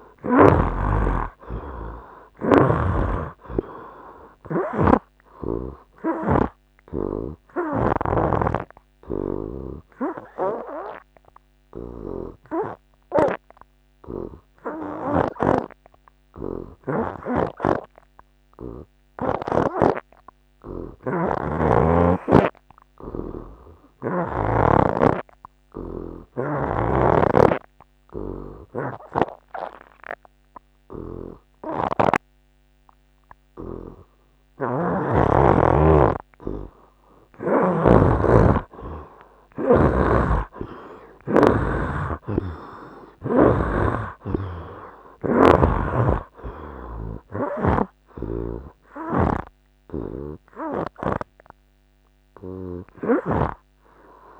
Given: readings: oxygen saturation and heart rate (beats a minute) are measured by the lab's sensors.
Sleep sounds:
breathing in sleep by a microphone on the trachea; 1
0.00-23.00 s: oxygen desaturation (device-marked, oxygen 65% lowest, heart rate 70 extreme)
1.00-8.00 s: snoring (device-marked)
8.00-36.50 s: obstructive apnea (oxygen 90% before, 65% lowest, heart rate 80 before, 70 extreme, up 12 after)
15.00-20.00 s: snoring (device-marked)
30.00-54.40 s: oxygen desaturation (device-marked, oxygen 90% before, 66% lowest, heart rate 72 before, 68 extreme)
34.50-38.00 s: snoring (device-marked)
39.00-43.50 s: arousal
40.00-43.50 s: snoring (device-marked)
45.50-54.40 s: snoring (device-marked)
From the record:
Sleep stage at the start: N2 (light sleep); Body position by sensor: on the right side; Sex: male

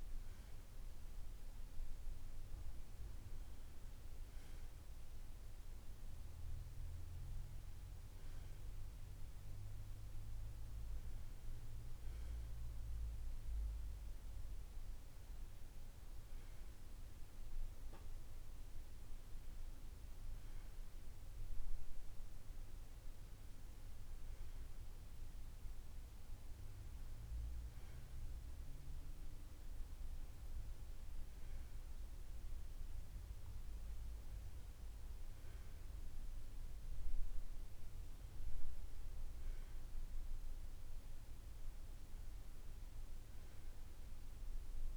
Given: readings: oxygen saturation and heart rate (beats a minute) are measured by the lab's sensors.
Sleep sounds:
a person awake in a sleep study, hard to hear, by a room microphone; none
none scored
From the record:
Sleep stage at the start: awake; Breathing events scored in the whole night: 135 in 6.0 hours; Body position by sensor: on the back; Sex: male

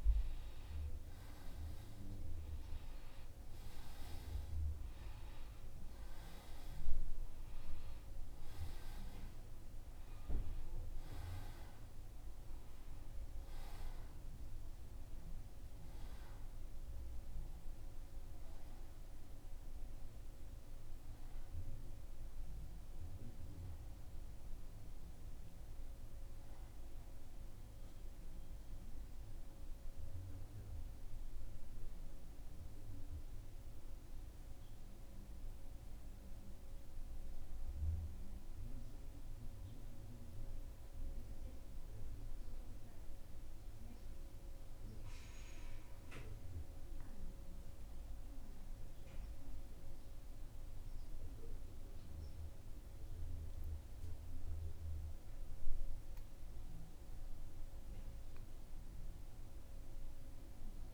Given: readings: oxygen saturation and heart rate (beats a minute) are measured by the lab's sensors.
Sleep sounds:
breathing in sleep, hard to hear, by a room microphone; 1
29.00-32.50 s: arousal
35.00-47.00 s: central apnea (oxygen 95% before, 89% lowest, heart rate 81 before, 75 extreme, up 1 after)
37.50-54.50 s: oxygen desaturation (device-marked, oxygen 95% before, 89% lowest, heart rate 81 before, 75 extreme)
48.50-53.00 s: arousal
From the record:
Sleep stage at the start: N2 (light sleep); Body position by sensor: on the back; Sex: male

